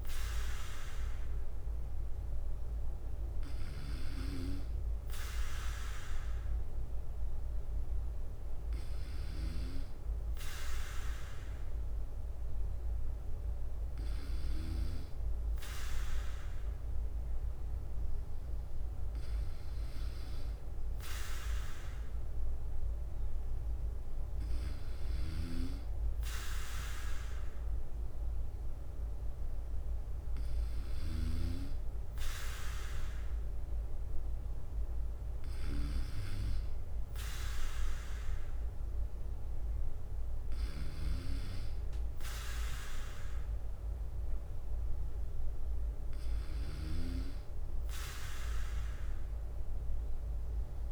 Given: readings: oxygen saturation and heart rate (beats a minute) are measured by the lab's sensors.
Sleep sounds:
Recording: breathing in sleep by a room microphone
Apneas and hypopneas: none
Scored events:
6.50-15.50 s: bradycardia (device-marked, heart rate 57 before, 58 extreme)
23.50-43.50 s: bradycardia (device-marked, heart rate 58 before, 57 extreme)
44.50-50.92 s: bradycardia (device-marked, heart rate 58 before, 56 extreme)
From the record:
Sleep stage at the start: N2 (light sleep)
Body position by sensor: on the back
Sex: male

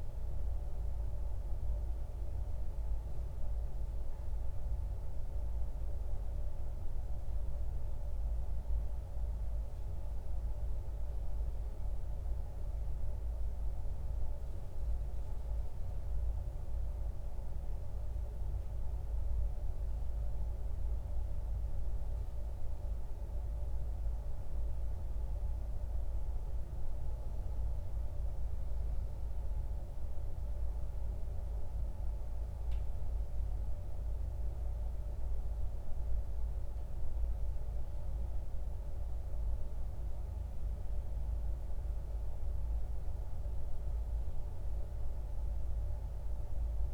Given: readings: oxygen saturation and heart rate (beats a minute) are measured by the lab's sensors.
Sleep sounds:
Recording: breathing in sleep, hard to hear, by a room microphone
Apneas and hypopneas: none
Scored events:
none scored
From the record:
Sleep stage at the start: N2 (light sleep)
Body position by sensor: on the right side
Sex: male

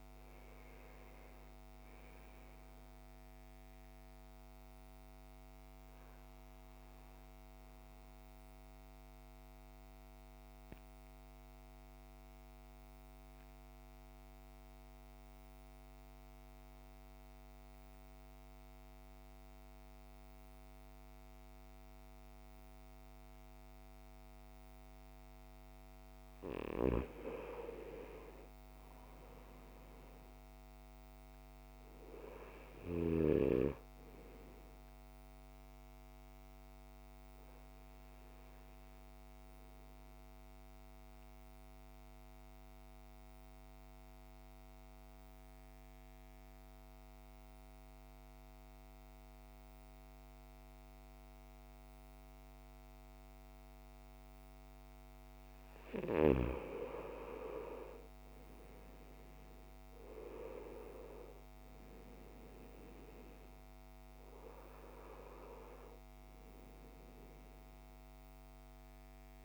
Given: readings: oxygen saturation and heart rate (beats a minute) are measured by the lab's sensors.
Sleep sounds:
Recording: breathing in sleep by a microphone on the trachea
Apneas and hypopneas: 2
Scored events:
0.00-20.50 s: oxygen desaturation (device-marked, oxygen 84% lowest, heart rate 53 extreme)
7.50-26.00 s: mixed apnea (oxygen 100% before, 84% lowest, heart rate 65 before, 54 extreme, up 5 after)
27.50-31.00 s: arousal
33.50-51.50 s: oxygen desaturation (device-marked, oxygen 99% before, 89% lowest, heart rate 58 before, 52 extreme)
36.50-55.00 s: obstructive apnea (oxygen 99% before, 88% lowest, heart rate 59 before, 52 extreme, up 11 after)
58.50-62.00 s: arousal
64.50-69.45 s: oxygen desaturation (device-marked, oxygen 97% before, 89% lowest, heart rate 58 before, 52 extreme)
From the record:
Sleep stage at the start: N2 (light sleep)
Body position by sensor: on the back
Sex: male

